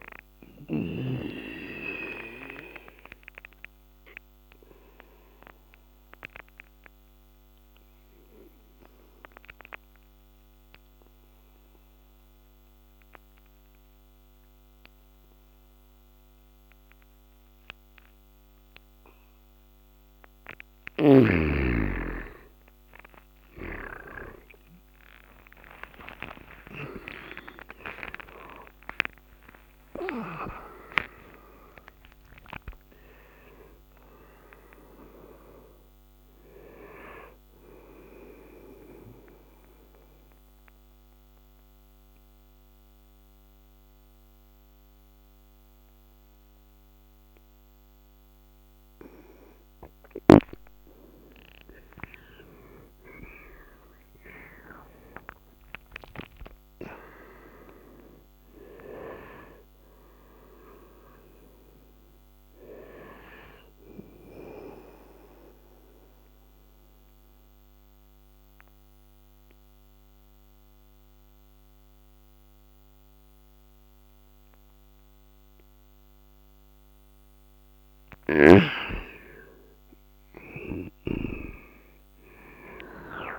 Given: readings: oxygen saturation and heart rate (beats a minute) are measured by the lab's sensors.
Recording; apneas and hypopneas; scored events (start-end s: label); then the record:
breathing in sleep by a microphone on the trachea; 3
3.00-20.00 s: obstructive apnea (oxygen 99% before, 87% lowest, heart rate 78 before, 70 extreme, up 43 after)
23.00-28.00 s: arousal
25.00-27.00 s: long interval between heartbeats (device-marked, heart rate 73 before, 96 extreme)
28.00-30.00 s: long interval between heartbeats (device-marked, heart rate 78 before, 125 extreme)
28.00-34.00 s: oxygen desaturation (device-marked, oxygen 97% before, 92% lowest, heart rate 78 before, 68 extreme)
36.00-58.00 s: oxygen desaturation (device-marked, oxygen 96% before, 87% lowest, heart rate 93 before, 68 extreme)
37.50-50.00 s: obstructive apnea (oxygen 97% before, 87% lowest, heart rate 94 before, 68 extreme, up 21 after)
52.00-56.50 s: arousal
64.50-77.00 s: obstructive apnea (oxygen 99% before, 90% lowest, heart rate 80 before, 72 extreme, up 10 after)
76.00-83.00 s: oxygen desaturation (device-marked, oxygen 99% before, 93% lowest, heart rate 81 before, 73 extreme)
77.50-83.39 s: snoring (device-marked)
79.50-83.00 s: arousal
From the record:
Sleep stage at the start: N2 (light sleep); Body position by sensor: on the right side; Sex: male